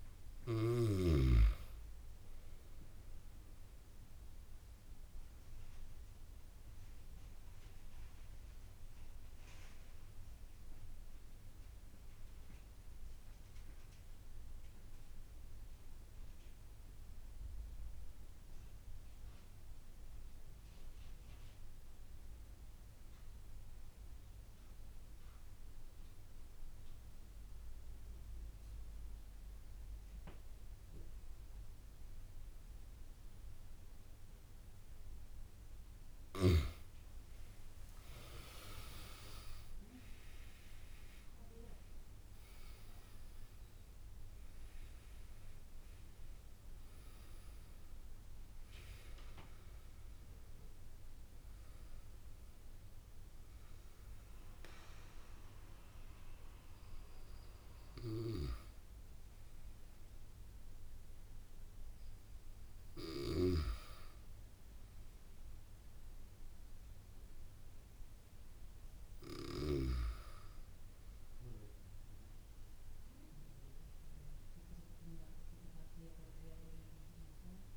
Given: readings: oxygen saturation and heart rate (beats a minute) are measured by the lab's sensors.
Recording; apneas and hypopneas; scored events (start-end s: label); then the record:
breathing in sleep by a room microphone; 1
6.50-35.00 s: obstructive apnea (oxygen 98% before, 91% lowest)
22.00-63.00 s: oxygen desaturation (device-marked, oxygen 97% before, 91% lowest)
37.00-40.00 s: arousal
66.50-71.00 s: arousal
From the record:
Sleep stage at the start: N1 (lightest sleep); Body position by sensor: on the back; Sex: male